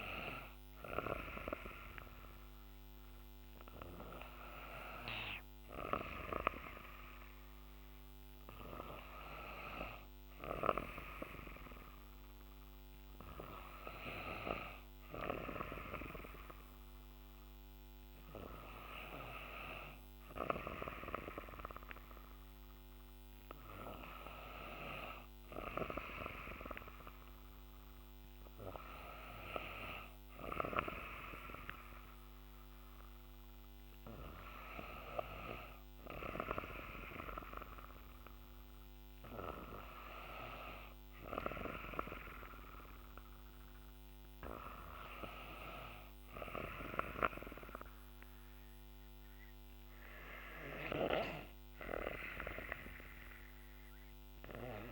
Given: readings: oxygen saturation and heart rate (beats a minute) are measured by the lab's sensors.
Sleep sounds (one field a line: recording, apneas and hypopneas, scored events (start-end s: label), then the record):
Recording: breathing in sleep by a microphone on the trachea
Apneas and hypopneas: none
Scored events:
none scored
From the record:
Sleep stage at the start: N2 (light sleep)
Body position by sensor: on the back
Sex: female